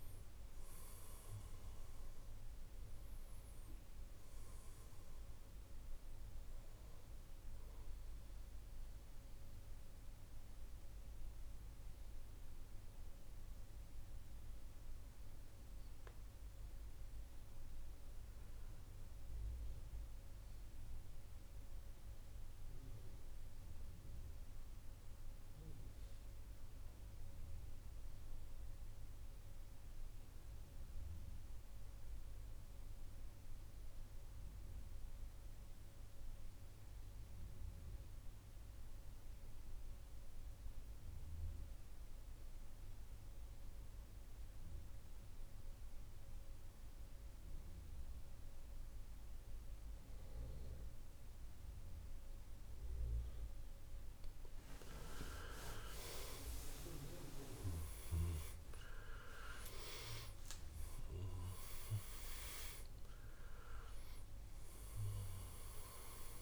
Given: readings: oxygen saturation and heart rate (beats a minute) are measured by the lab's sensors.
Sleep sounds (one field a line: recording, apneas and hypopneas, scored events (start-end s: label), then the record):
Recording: breathing in sleep by a room microphone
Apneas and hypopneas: 1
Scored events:
4.50-13.50 s: oxygen desaturation (device-marked, oxygen 92% before, 88% lowest, heart rate 76 before, 64 extreme)
30.00-54.50 s: mixed apnea (oxygen 99% before, 86% lowest, heart rate 67 before, 59 extreme, up 16 after)
39.50-66.42 s: oxygen desaturation (device-marked, oxygen 97% before, 86% lowest, heart rate 67 before, 59 extreme)
56.50-60.50 s: arousal
From the record:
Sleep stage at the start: N2 (light sleep)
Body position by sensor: on the back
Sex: male